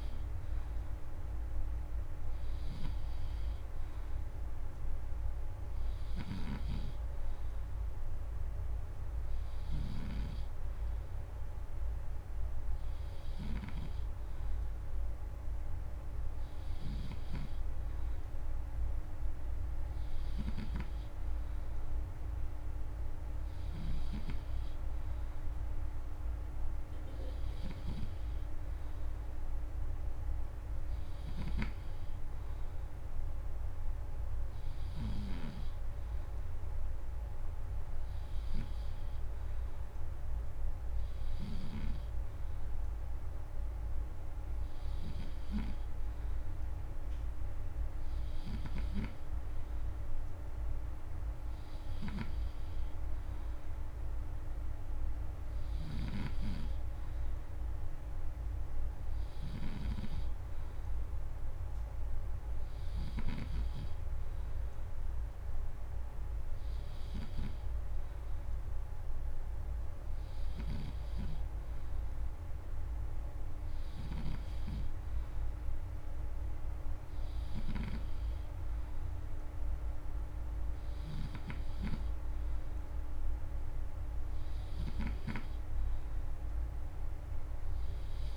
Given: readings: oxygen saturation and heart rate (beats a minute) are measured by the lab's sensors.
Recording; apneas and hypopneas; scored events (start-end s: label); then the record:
breathing in sleep by a room microphone; none
6.00-35.00 s: snoring (device-marked)
41.00-63.00 s: snoring (device-marked)
70.00-85.00 s: snoring (device-marked)
From the record:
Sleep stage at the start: N3 (deep sleep); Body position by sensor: on the back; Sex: male